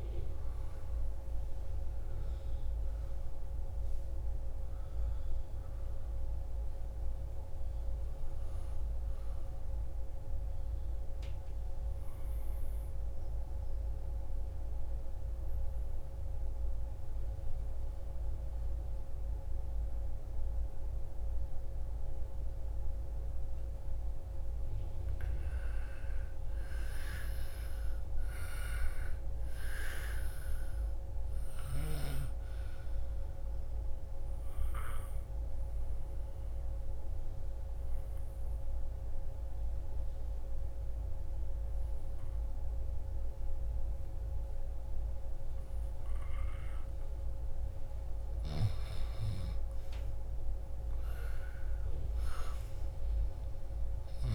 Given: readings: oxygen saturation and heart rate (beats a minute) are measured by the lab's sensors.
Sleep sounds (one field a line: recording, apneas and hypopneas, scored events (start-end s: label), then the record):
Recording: breathing in sleep, hard to hear, by a room microphone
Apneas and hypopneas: 2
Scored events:
7.50-20.50 s: oxygen desaturation (device-marked, oxygen 96% before, 92% lowest, heart rate 81 before, 54 extreme)
10.50-24.00 s: obstructive apnea (oxygen 97% before, 88% lowest, heart rate 79 before, 54 extreme, up 9 after)
25.00-29.50 s: arousal
32.50-51.50 s: oxygen desaturation (device-marked, oxygen 98% before, 88% lowest, heart rate 59 before, 54 extreme)
34.00-47.50 s: obstructive apnea (oxygen 98% before, 88% lowest, heart rate 59 before, 54 extreme, up 12 after)
50.50-54.00 s: arousal
From the record:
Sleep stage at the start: N2 (light sleep)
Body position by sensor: on the back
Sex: female